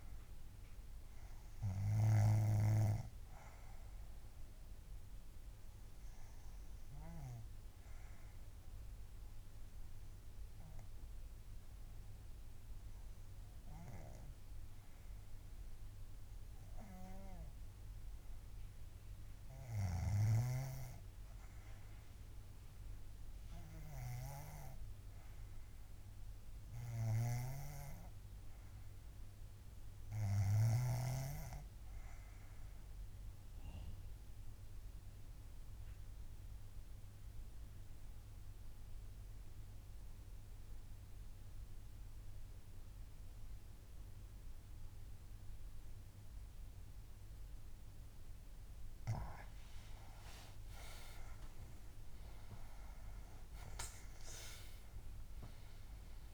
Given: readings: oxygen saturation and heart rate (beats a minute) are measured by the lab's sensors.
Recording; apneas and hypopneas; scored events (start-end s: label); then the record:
breathing in sleep by a room microphone; 2
5.00-19.50 s: obstructive apnea (oxygen 96% before, 78% lowest, heart rate 70 before, 64 extreme, up 6 after)
22.00-25.50 s: arousal
23.50-56.34 s: oxygen desaturation (device-marked, oxygen 96% before, 78% lowest, heart rate 68 before, 63 extreme)
27.50-31.50 s: snoring (device-marked)
35.50-50.00 s: mixed apnea (oxygen 96% before, 78% lowest, heart rate 69 before, 66 extreme, up 17 after)
50.50-56.00 s: arousal
From the record:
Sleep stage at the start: N2 (light sleep); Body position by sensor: on the back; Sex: female